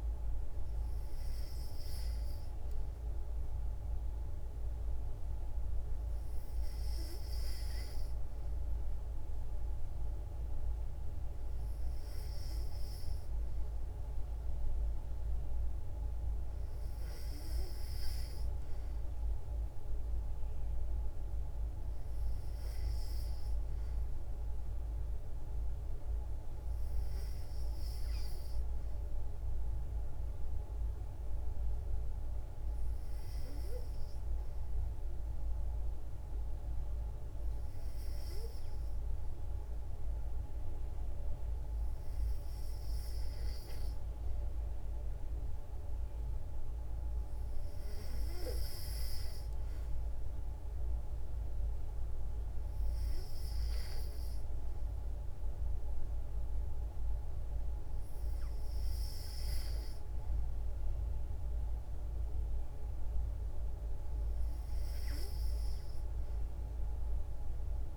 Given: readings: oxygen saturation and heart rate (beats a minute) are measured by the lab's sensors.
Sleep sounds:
breathing in sleep, hard to hear, by a room microphone; none
none scored
From the record:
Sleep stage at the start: N2 (light sleep); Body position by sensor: on the back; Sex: female

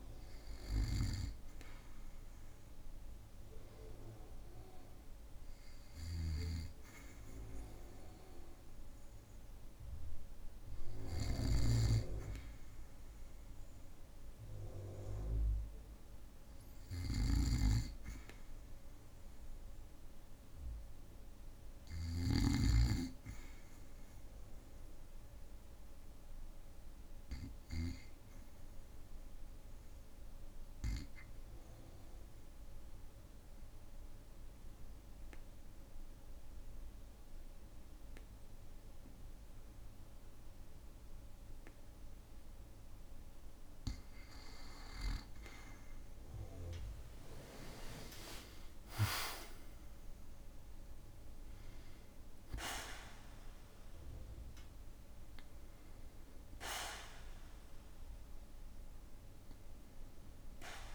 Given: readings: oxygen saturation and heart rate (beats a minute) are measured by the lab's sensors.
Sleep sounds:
breathing in sleep by a room microphone; 1
0.50-22.50 s: snoring (device-marked)
30.50-44.00 s: obstructive apnea (oxygen 98% before, 95% lowest, heart rate 58 before, 55 extreme, up 8 after)
34.00-48.00 s: oxygen desaturation (device-marked, oxygen 98% before, 95% lowest, heart rate 58 before, 55 extreme)
46.50-51.50 s: arousal
From the record:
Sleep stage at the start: N2 (light sleep); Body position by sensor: on the back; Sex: male

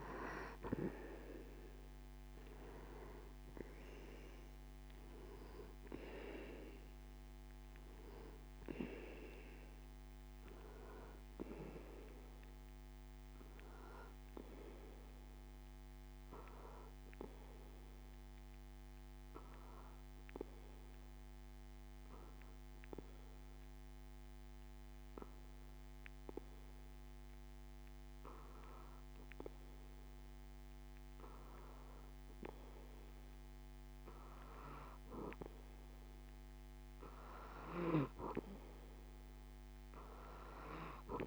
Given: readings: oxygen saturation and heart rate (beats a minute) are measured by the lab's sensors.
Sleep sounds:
breathing in sleep by a microphone on the trachea; 1
0.00-1.50 s: arousal
0.00-27.50 s: oxygen desaturation (device-marked, oxygen 93% lowest)
15.00-32.00 s: obstructive apnea (oxygen 97% before, 92% lowest)
35.50-39.00 s: arousal
From the record:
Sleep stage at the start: N2 (light sleep); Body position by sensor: on the back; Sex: male

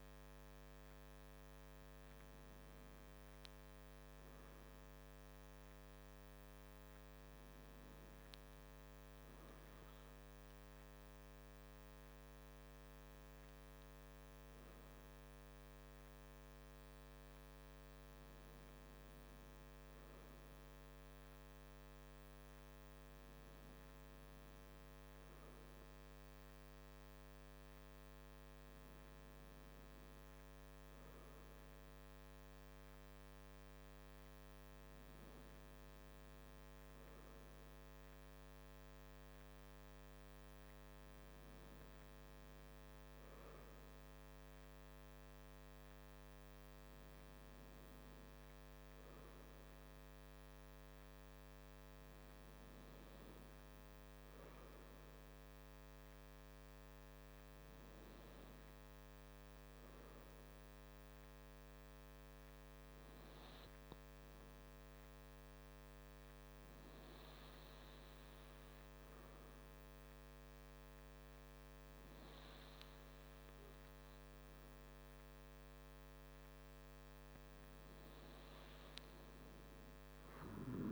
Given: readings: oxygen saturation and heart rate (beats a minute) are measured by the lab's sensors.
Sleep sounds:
breathing in sleep, hard to hear, by a microphone on the trachea; none
none scored
From the record:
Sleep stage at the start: N2 (light sleep); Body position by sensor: on the back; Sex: male

